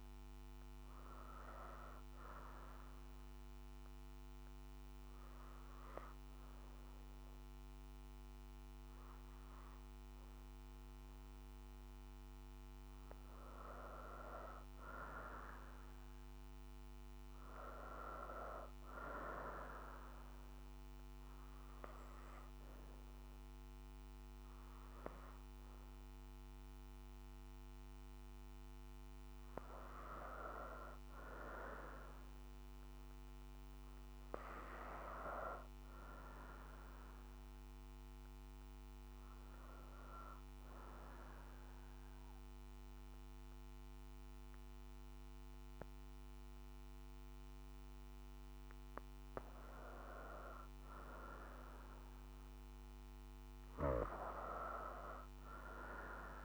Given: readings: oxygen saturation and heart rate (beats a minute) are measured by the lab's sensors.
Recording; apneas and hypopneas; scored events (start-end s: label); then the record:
breathing in sleep by a microphone on the trachea; 3
2.00-14.00 s: obstructive apnea (oxygen 95% before, 89% lowest, heart rate 63 before, 61 extreme, up 2 after)
15.50-18.50 s: arousal
18.00-34.00 s: oxygen desaturation (device-marked, oxygen 94% before, 89% lowest, heart rate 62 before, 59 extreme)
20.50-31.00 s: obstructive apnea (oxygen 94% before, 87% lowest, heart rate 62 before, 59 extreme, up 1 after)
33.00-36.00 s: arousal
39.50-49.50 s: obstructive apnea (oxygen 94% before, 86% lowest, heart rate 62 before, 59 extreme, up 2 after)
42.00-52.00 s: oxygen desaturation (device-marked, oxygen 94% before, 90% lowest, heart rate 62 before, 59 extreme)
53.00-56.45 s: arousal
From the record:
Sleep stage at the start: N2 (light sleep); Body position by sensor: on the back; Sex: female